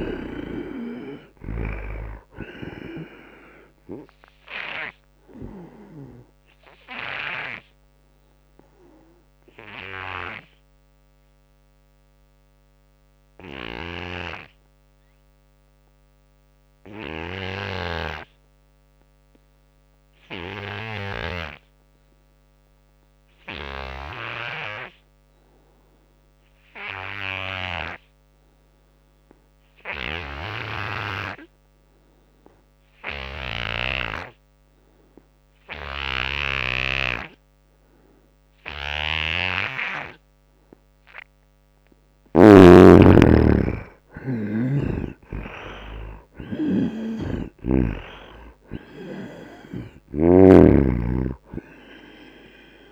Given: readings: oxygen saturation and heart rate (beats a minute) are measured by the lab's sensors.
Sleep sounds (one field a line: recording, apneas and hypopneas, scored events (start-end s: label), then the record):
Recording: breathing in sleep by a microphone on the trachea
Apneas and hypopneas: 1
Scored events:
0.00-1.50 s: snoring (device-marked)
0.00-25.00 s: oxygen desaturation (device-marked, oxygen 77% lowest, heart rate 67 extreme)
4.00-40.50 s: obstructive apnea (oxygen 97% before, 72% lowest, heart rate 78 before, 67 extreme, up 17 after)
37.00-52.92 s: oxygen desaturation (device-marked, oxygen 95% before, 72% lowest, heart rate 78 before, 69 extreme)
38.50-42.50 s: snoring (device-marked)
42.00-45.50 s: arousal
From the record:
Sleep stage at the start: N2 (light sleep)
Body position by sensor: on the right side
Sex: male